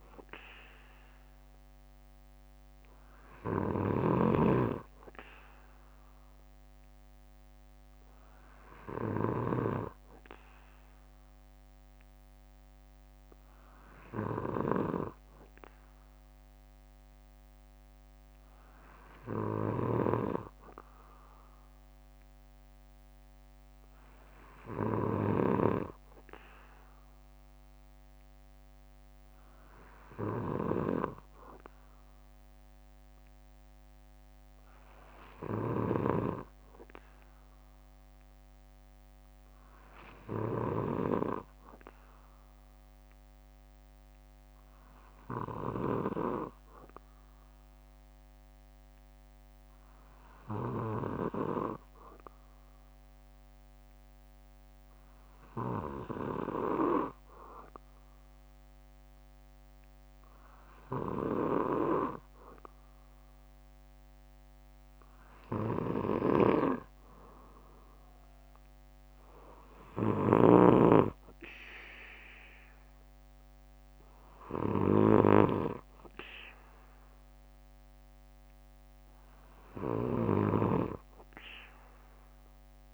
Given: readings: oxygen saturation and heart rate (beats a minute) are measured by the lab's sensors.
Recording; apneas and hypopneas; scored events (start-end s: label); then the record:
breathing in sleep by a microphone on the trachea; none
0.00-4.50 s: snoring (device-marked)
3.00-21.00 s: bradycardia (device-marked, heart rate 60 before, 58 extreme)
50.00-52.00 s: bradycardia (device-marked, heart rate 60 before, 62 extreme)
60.00-62.00 s: bradycardia (device-marked, heart rate 60 before, 61 extreme)
75.00-82.93 s: bradycardia (device-marked, heart rate 60 before, 58 extreme)
From the record:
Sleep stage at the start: N2 (light sleep); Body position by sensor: on the back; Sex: male